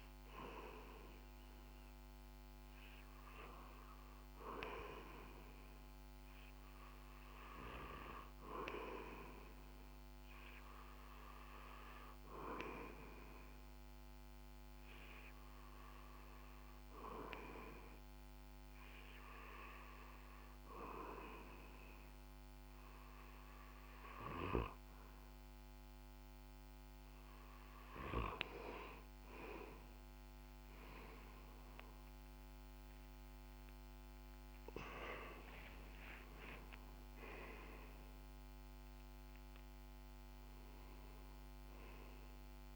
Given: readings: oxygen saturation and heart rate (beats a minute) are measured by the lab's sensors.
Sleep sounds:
breathing in sleep by a microphone on the trachea; 1
13.50-26.00 s: hypopnea (oxygen 95% before, 93% lowest, heart rate 70 before, 69 extreme, up 5 after)
31.00-35.50 s: arousal
From the record:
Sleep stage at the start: REM sleep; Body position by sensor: on the back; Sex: male

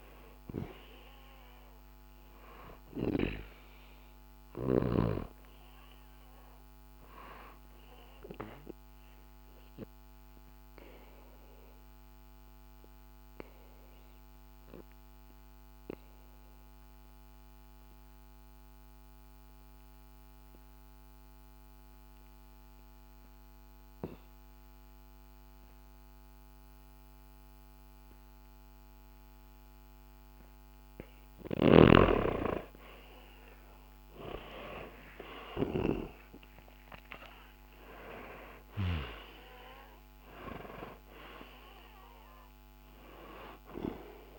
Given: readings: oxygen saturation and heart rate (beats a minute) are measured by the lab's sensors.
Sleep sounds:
breathing in sleep by a microphone on the trachea; 1
0.00-14.50 s: oxygen desaturation (device-marked, oxygen 89% lowest, heart rate 62 extreme)
7.50-31.00 s: obstructive apnea (oxygen 98% before, 89% lowest, heart rate 65 before, 62 extreme, up 5 after)
16.50-24.50 s: oxygen desaturation (device-marked, oxygen 92% before, 89% lowest, heart rate 69 before, 62 extreme)
31.00-35.50 s: snoring (device-marked)
33.00-37.00 s: arousal
37.50-44.39 s: oxygen desaturation (device-marked, oxygen 98% before, 90% lowest, heart rate 65 before, 64 extreme)
From the record:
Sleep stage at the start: N2 (light sleep); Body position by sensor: on the back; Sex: male

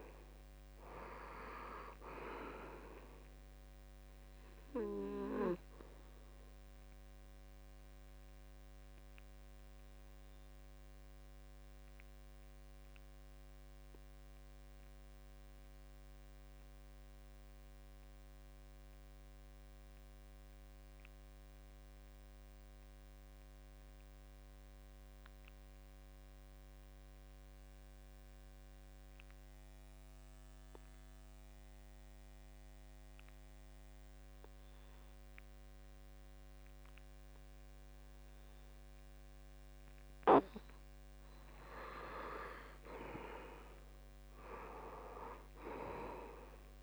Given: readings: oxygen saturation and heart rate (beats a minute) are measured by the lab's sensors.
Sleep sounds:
breathing in sleep by a microphone on the trachea; 1
0.00-1.00 s: arousal
0.00-23.50 s: oxygen desaturation (device-marked, oxygen 79% lowest, heart rate 66 extreme)
8.00-39.00 s: obstructive apnea (oxygen 97% before, 77% lowest, heart rate 75 before, 66 extreme, up 7 after)
30.00-32.00 s: long interval between heartbeats (device-marked, heart rate 68 before, 71 extreme)
35.50-37.50 s: long interval between heartbeats (device-marked, heart rate 69 before, 68 extreme)
36.50-46.83 s: oxygen desaturation (device-marked, oxygen 96% before, 77% lowest, heart rate 69 before, 65 extreme)
41.50-44.00 s: arousal
From the record:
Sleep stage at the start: N2 (light sleep); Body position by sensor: on the back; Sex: male

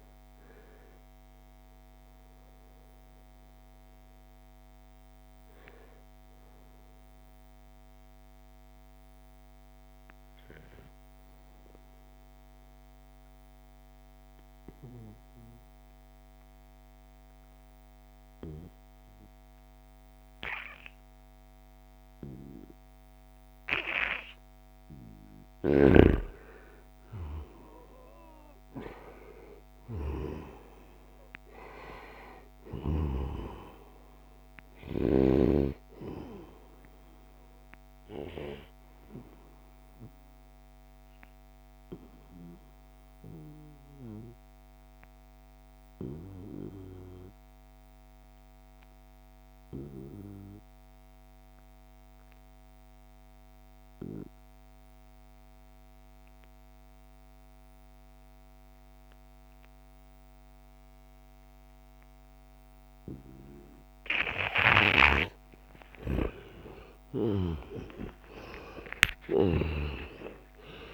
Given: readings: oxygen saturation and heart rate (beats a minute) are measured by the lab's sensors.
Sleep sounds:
breathing in sleep by a microphone on the trachea; 2
0.00-11.00 s: oxygen desaturation (device-marked, oxygen 89% lowest, heart rate 70 extreme)
6.00-24.50 s: obstructive apnea (oxygen 95% before, 89% lowest, heart rate 76 before, 70 extreme, up 4 after)
26.50-31.00 s: arousal
35.00-46.00 s: oxygen desaturation (device-marked, oxygen 95% before, 91% lowest, heart rate 72 before, 66 extreme)
38.00-65.00 s: obstructive apnea (oxygen 96% before, 89% lowest, heart rate 73 before, 66 extreme, up 17 after)
62.00-70.94 s: oxygen desaturation (device-marked, oxygen 95% before, 89% lowest, heart rate 71 before, 67 extreme)
65.50-70.94 s: snoring (device-marked)
66.00-70.94 s: arousal
From the record:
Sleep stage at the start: N2 (light sleep); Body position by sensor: on the right side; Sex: male

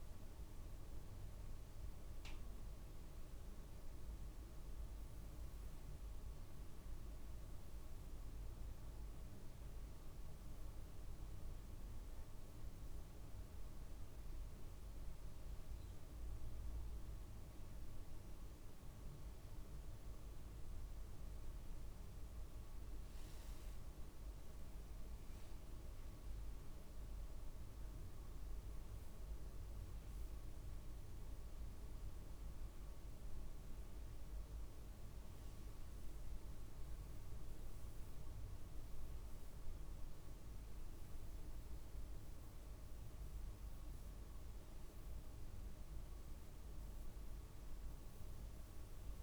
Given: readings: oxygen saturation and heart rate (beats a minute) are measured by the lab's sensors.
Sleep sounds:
a person awake in a sleep study, hard to hear, by a room microphone; none
none scored
From the record:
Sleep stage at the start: awake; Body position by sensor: on the back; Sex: male

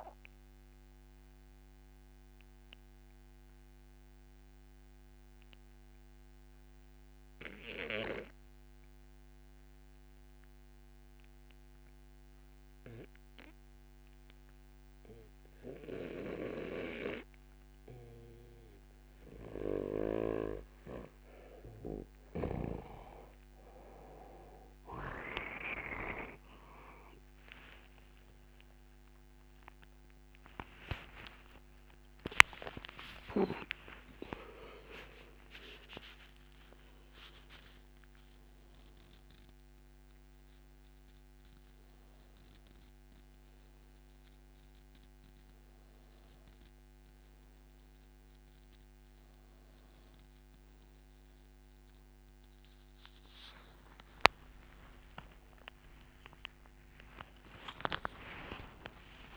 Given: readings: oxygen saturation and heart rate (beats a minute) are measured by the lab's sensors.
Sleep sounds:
a person partly awake in a sleep study, by a microphone on the trachea; 1
0.00-18.50 s: oxygen desaturation (device-marked, oxygen 82% lowest)
1.00-17.00 s: obstructive apnea (oxygen 95% before, 82% lowest)
25.50-49.50 s: oxygen desaturation (device-marked, oxygen 89% before, 82% lowest)
35.50-59.37 s: new sleep stage, awake
54.50-59.37 s: tachycardia (device-marked, heart rate 64 before, 132 extreme)
From the record:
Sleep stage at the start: REM sleep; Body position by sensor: on the back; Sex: male

